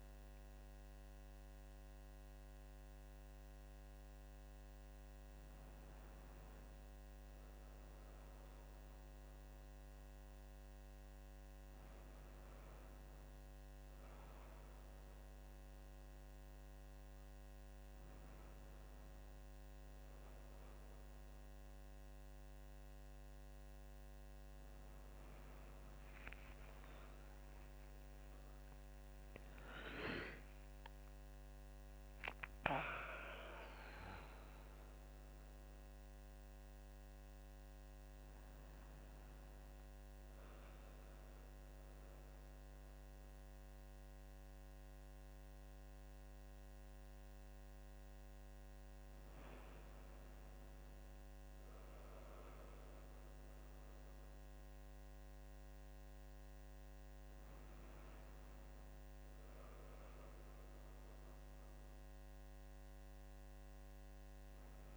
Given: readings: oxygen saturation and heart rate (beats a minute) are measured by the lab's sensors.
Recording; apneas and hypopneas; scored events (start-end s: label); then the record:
a person awake in a sleep study, hard to hear, by a microphone on the trachea; none
none scored
From the record:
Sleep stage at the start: awake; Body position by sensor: on the back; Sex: female